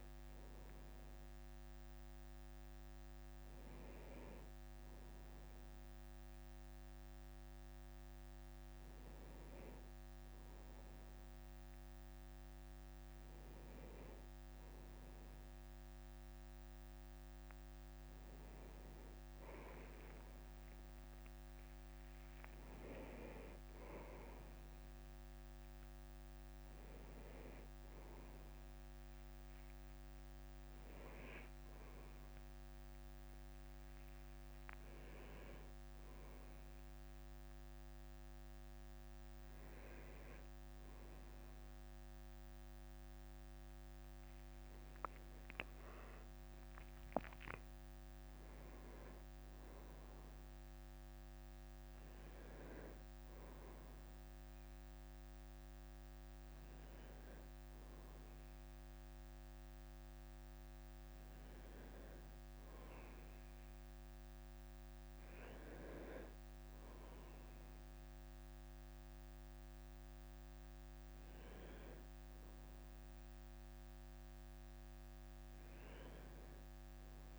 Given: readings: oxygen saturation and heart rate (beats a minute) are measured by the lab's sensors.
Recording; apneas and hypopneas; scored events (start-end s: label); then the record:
a person awake in a sleep study, hard to hear, by a microphone on the trachea; none
10.50-14.00 s: leg movement (device-marked)
14.50-18.00 s: leg movement (device-marked)
23.00-29.50 s: leg movement (device-marked)
34.00-36.50 s: leg movement (device-marked)
63.00-65.00 s: leg movement (device-marked)
73.00-74.50 s: leg movement (device-marked)
From the record:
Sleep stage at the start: awake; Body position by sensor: on the right side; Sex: male